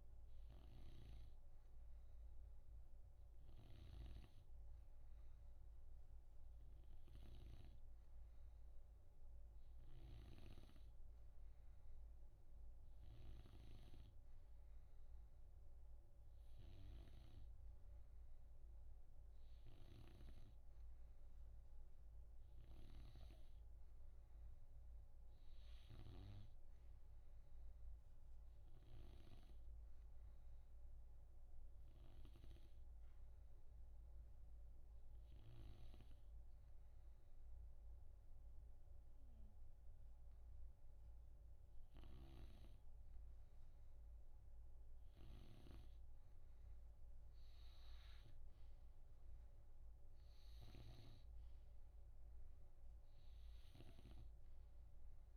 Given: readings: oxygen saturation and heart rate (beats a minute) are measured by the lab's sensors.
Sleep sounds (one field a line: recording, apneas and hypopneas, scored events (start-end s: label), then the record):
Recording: breathing in sleep by a room microphone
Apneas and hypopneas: none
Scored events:
3.50-10.50 s: snoring (device-marked)
45.00-51.00 s: snoring (device-marked)
From the record:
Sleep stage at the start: N2 (light sleep)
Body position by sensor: on the right side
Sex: male